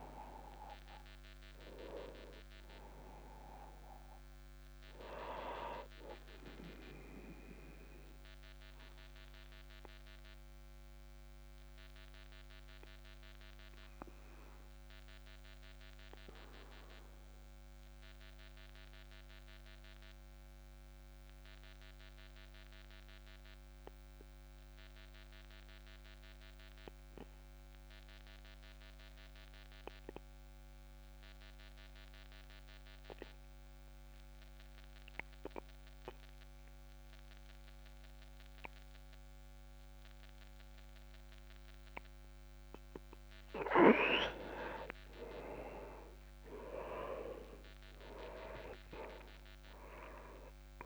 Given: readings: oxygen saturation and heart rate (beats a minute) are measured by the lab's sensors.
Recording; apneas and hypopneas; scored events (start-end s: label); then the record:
breathing in sleep by a microphone on the trachea; 1
0.00-19.50 s: oxygen desaturation (device-marked, oxygen 90% lowest, heart rate 27 extreme)
9.00-43.00 s: obstructive apnea (oxygen 98% before, 88% lowest, heart rate 47 before, 27 extreme, up 3 after)
27.50-32.50 s: tachycardia (device-marked, heart rate 49 before, 130 extreme)
39.50-50.86 s: oxygen desaturation (device-marked, oxygen 99% before, 88% lowest, heart rate 79 before, 28 extreme)
46.00-50.86 s: arousal
From the record:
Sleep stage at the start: N2 (light sleep); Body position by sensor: on the back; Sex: male